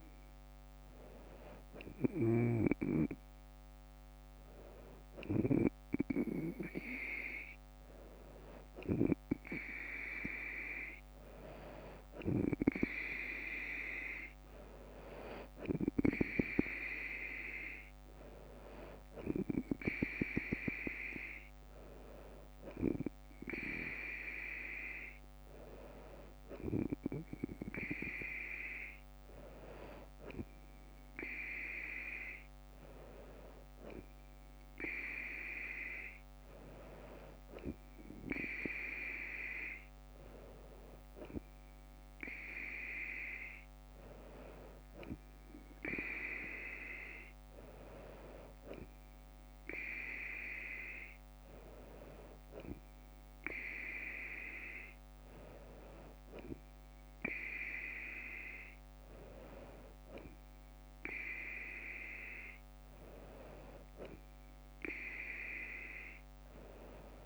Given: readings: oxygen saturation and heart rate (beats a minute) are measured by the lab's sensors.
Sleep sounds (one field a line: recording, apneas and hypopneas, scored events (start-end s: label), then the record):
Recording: breathing in sleep by a microphone on the trachea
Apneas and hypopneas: none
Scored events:
none scored
From the record:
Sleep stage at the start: N2 (light sleep)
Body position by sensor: on the front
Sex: female